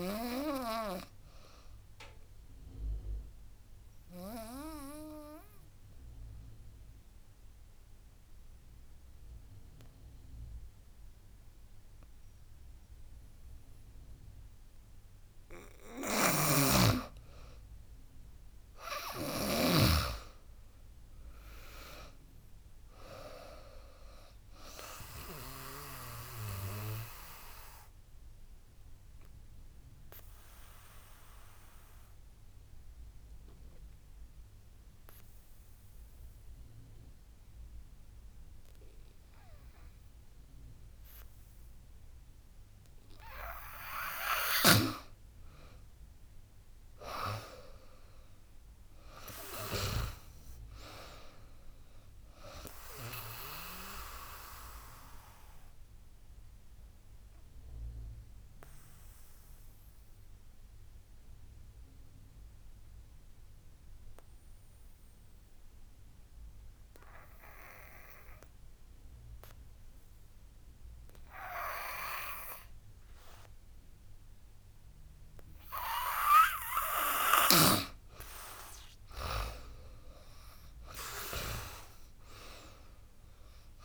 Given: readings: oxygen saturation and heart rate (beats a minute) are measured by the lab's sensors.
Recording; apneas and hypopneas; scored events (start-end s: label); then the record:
breathing in sleep by a room microphone; 3
0.00-5.00 s: drop in pulse transit time (device-marked, heart rate 75 extreme)
0.00-14.00 s: oxygen desaturation (device-marked, oxygen 89% lowest, heart rate 68 extreme)
1.50-15.00 s: obstructive apnea (oxygen 99% before, 89% lowest, heart rate 79 before, 68 extreme, up 17 after)
16.00-19.50 s: snoring (device-marked)
16.50-19.00 s: arousal
19.00-31.00 s: drop in pulse transit time (device-marked, heart rate 75 before, 76 extreme)
24.00-40.00 s: oxygen desaturation (device-marked, oxygen 98% before, 92% lowest, heart rate 75 before, 68 extreme)
26.50-43.50 s: obstructive apnea (oxygen 98% before, 89% lowest, heart rate 76 before, 68 extreme, up 19 after)
44.50-50.00 s: snoring (device-marked)
45.00-48.00 s: arousal
46.00-58.00 s: drop in pulse transit time (device-marked, heart rate 74 before, 74 extreme)
47.00-66.00 s: oxygen desaturation (device-marked, oxygen 98% before, 91% lowest, heart rate 74 before, 68 extreme)
54.50-75.50 s: obstructive apnea (oxygen 98% before, 89% lowest, heart rate 78 before, 68 extreme, up 16 after)
77.00-81.50 s: snoring (device-marked)
77.50-80.50 s: arousal
80.00-83.84 s: drop in pulse transit time (device-marked, heart rate 75 before, 80 extreme)
80.00-83.84 s: oxygen desaturation (device-marked, oxygen 98% before, 89% lowest, heart rate 75 before, 66 extreme)
From the record:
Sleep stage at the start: N2 (light sleep); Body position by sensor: on the back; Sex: female